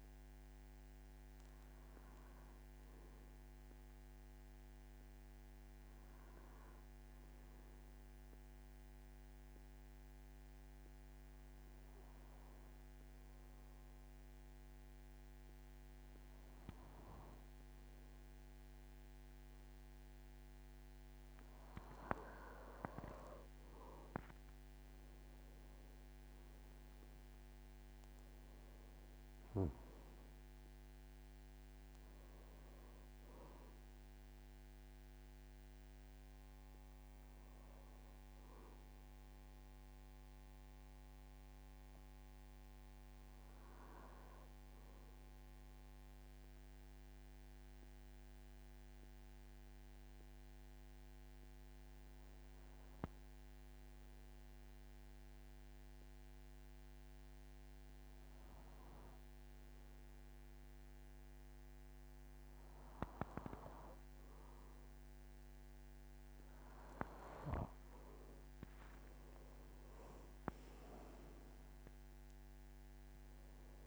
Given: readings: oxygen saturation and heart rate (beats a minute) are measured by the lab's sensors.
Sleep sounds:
breathing in sleep by a microphone on the trachea; 2
0.50-21.50 s: obstructive apnea (oxygen 98% before, 90% lowest, heart rate 54 before, 47 extreme, up 13 after)
20.00-51.00 s: oxygen desaturation (device-marked, oxygen 97% before, 91% lowest, heart rate 51 before, 47 extreme)
25.00-29.50 s: arousal
46.50-64.50 s: obstructive apnea (oxygen 97% before, 89% lowest, heart rate 55 before, 45 extreme, up 10 after)
67.00-73.87 s: oxygen desaturation (device-marked, oxygen 98% before, 89% lowest, heart rate 51 before, 45 extreme)
71.00-73.87 s: arousal
From the record:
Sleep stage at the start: N2 (light sleep); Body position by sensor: on the back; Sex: male

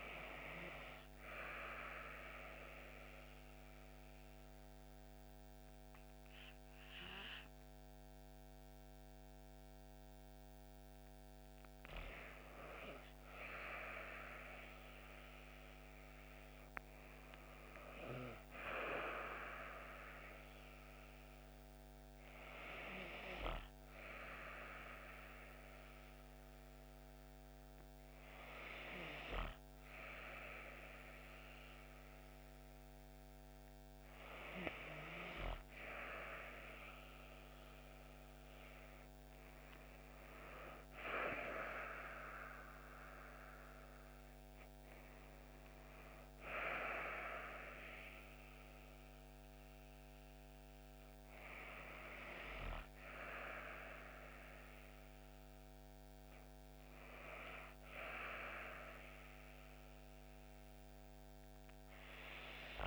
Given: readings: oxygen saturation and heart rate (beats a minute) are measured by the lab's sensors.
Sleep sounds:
breathing in sleep by a microphone on the trachea; 1
1.50-12.50 s: obstructive apnea (oxygen 95% before, 95% lowest)
14.50-18.50 s: arousal
From the record:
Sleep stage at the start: N2 (light sleep); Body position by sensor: on the back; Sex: female

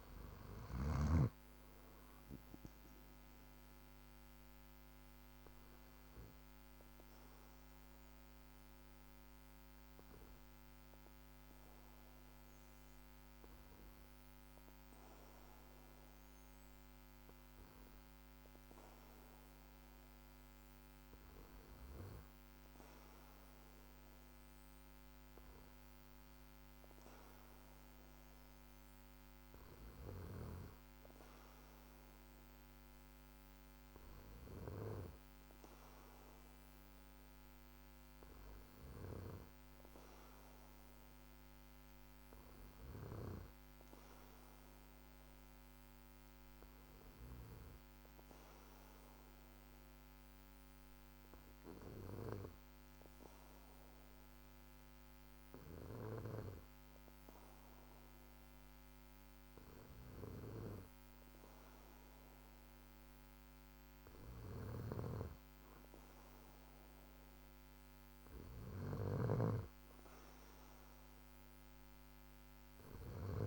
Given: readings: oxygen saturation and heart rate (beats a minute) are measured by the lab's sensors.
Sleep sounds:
breathing in sleep by a microphone on the trachea; 1
0.00-3.00 s: arousal
8.00-21.50 s: hypopnea (oxygen 95% before, 93% lowest, heart rate 55 before, 47 extreme, up 5 after)
24.00-26.50 s: arousal
64.00-73.00 s: snoring (device-marked)
From the record:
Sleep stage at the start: N2 (light sleep); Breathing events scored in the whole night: 135 in 6.0 hours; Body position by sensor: on the back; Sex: male

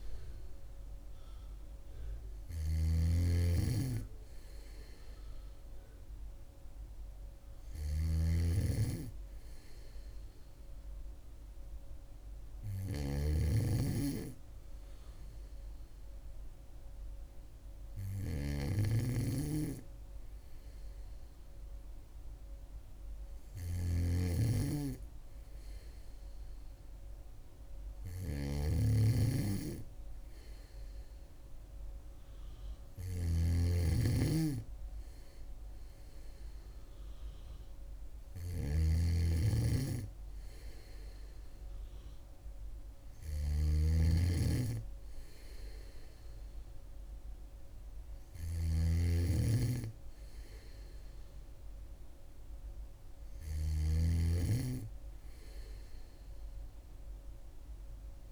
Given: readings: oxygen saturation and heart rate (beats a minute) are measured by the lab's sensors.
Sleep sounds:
breathing in sleep by a room microphone; none
0.00-58.31 s: snoring (device-marked)
From the record:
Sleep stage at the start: N2 (light sleep); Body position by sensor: on the back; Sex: female

